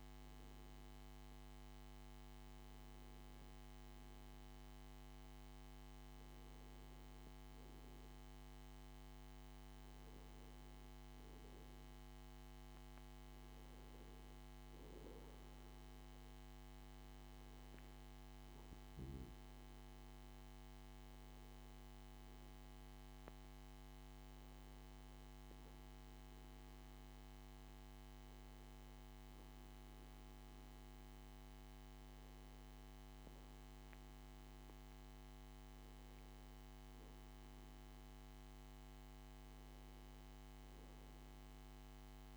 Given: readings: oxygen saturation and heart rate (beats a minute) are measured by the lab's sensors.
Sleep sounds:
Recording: breathing in sleep, hard to hear, by a microphone on the trachea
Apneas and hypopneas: none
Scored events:
none scored
From the record:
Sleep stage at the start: N2 (light sleep)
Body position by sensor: on the back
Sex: male

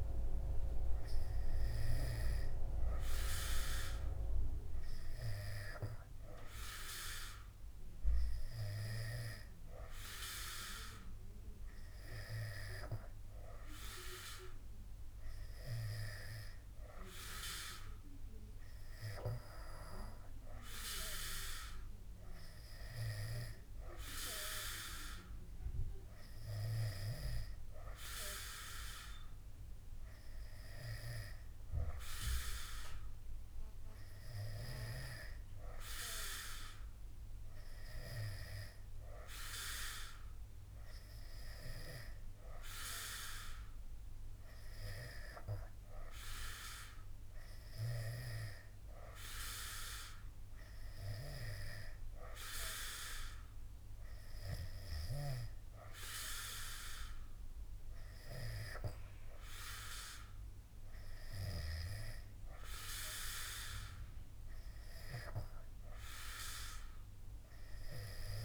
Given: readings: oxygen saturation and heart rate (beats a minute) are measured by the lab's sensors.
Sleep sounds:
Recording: breathing in sleep by a room microphone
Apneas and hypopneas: none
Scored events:
none scored
From the record:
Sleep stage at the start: N2 (light sleep)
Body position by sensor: on the back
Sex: male

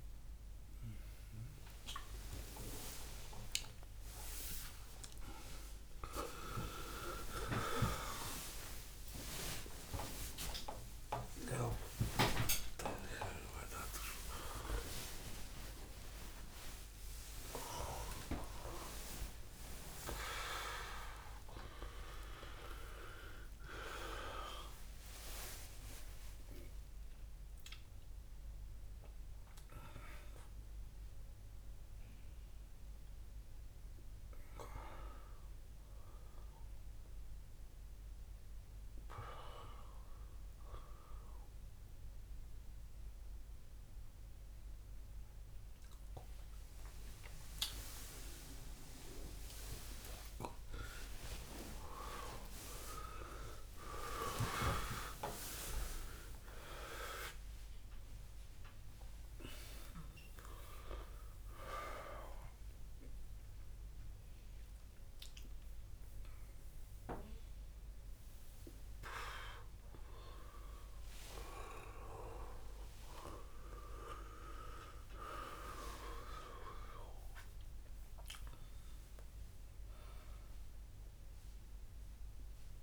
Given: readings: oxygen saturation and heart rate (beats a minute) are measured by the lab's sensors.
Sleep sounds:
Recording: a person awake in a sleep study, by a room microphone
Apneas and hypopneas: none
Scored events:
11.00-17.50 s: snoring (device-marked)
From the record:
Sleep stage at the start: awake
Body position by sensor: on the back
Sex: male

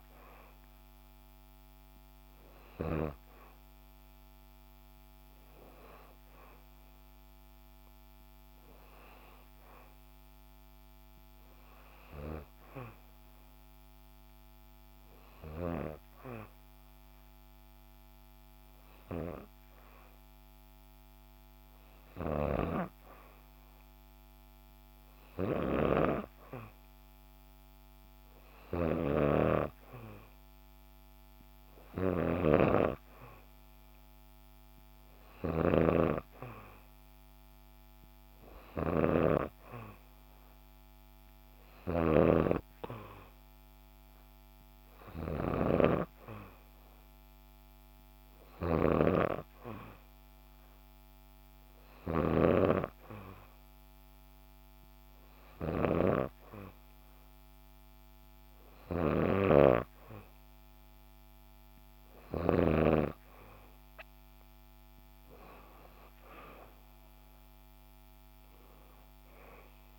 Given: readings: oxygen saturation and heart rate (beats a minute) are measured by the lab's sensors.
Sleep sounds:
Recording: breathing in sleep by a microphone on the trachea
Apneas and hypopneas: none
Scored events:
67.00-69.99 s: arousal
From the record:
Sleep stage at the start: N2 (light sleep)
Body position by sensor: on the back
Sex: female

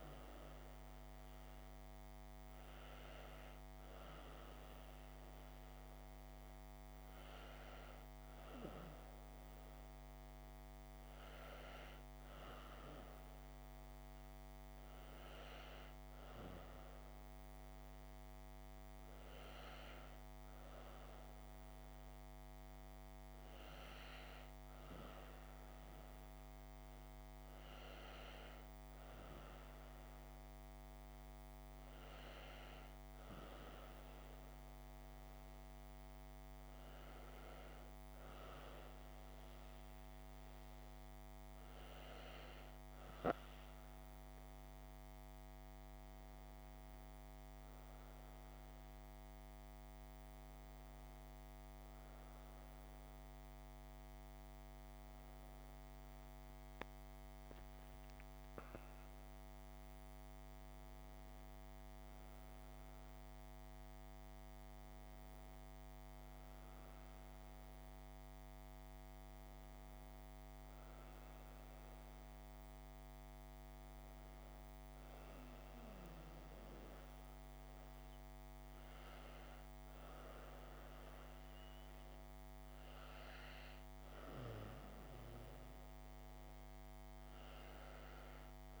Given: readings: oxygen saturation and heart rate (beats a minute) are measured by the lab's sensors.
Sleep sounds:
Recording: breathing in sleep, hard to hear, by a microphone on the trachea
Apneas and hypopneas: none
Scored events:
56.00-60.00 s: arousal
From the record:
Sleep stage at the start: N2 (light sleep)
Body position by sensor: on the back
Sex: female

